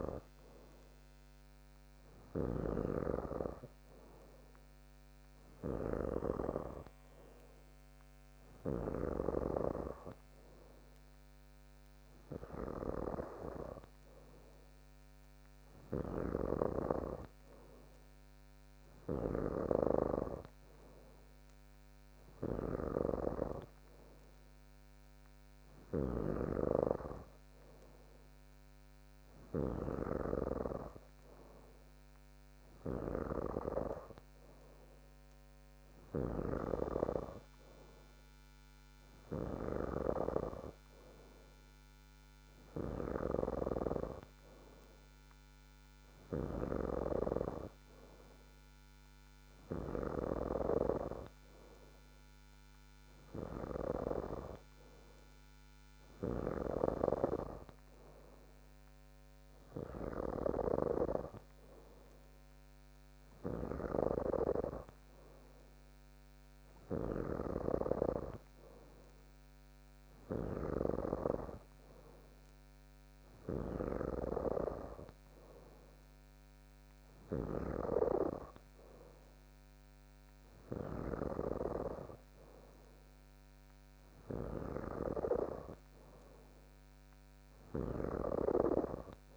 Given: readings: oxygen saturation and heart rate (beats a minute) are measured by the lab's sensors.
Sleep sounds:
breathing in sleep by a microphone on the trachea; none
0.00-9.00 s: snoring (device-marked)
67.00-71.00 s: snoring (device-marked)
From the record:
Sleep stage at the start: N3 (deep sleep); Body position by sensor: on the back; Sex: female

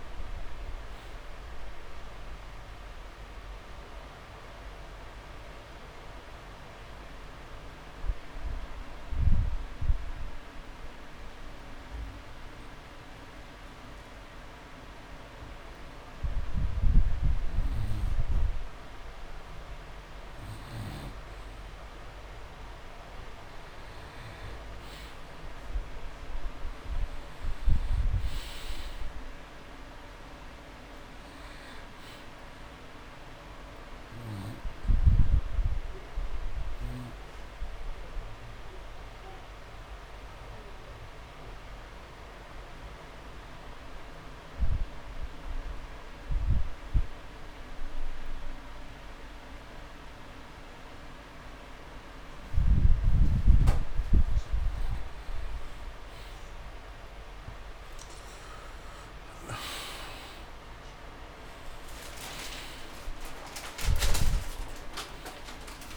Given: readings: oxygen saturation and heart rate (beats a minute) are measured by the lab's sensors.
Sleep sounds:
breathing in sleep, hard to hear, by a room microphone; 2
0.00-2.50 s: arousal
6.50-19.50 s: obstructive apnea (oxygen 98% before, 91% lowest)
25.00-29.00 s: arousal
31.50-62.50 s: oxygen desaturation (device-marked, oxygen 97% before, 91% lowest)
36.00-54.50 s: obstructive apnea (oxygen 98% before, 91% lowest)
58.00-61.50 s: arousal
From the record:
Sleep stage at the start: N2 (light sleep); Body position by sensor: on the back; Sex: male

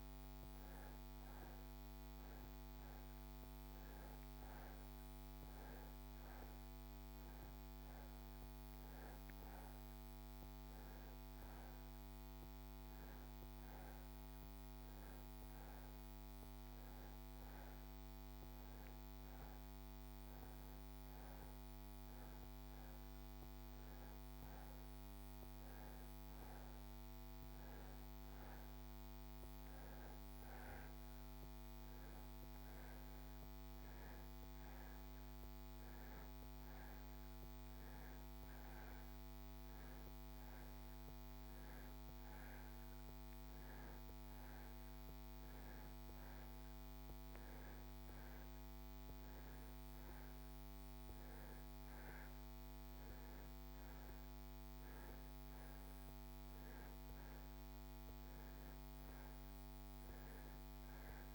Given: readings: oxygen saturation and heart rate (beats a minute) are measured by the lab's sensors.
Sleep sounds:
breathing in sleep, hard to hear, by a microphone on the trachea; none
none scored
From the record:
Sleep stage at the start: N2 (light sleep); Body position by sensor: on the back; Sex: male

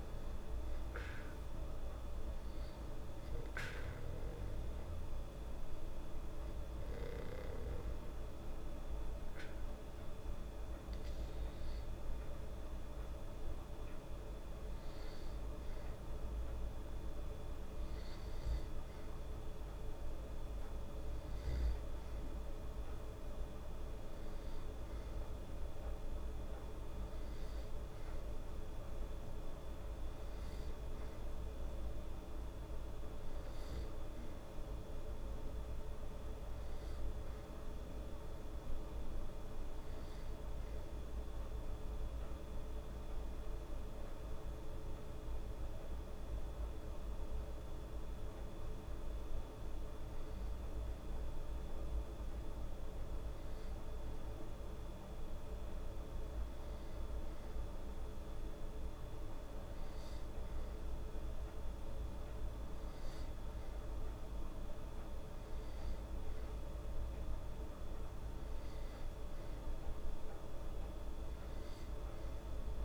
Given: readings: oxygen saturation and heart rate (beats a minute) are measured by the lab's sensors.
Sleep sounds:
breathing in sleep, hard to hear, by a room microphone; none
none scored
From the record:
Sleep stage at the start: N2 (light sleep); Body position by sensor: on the back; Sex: female

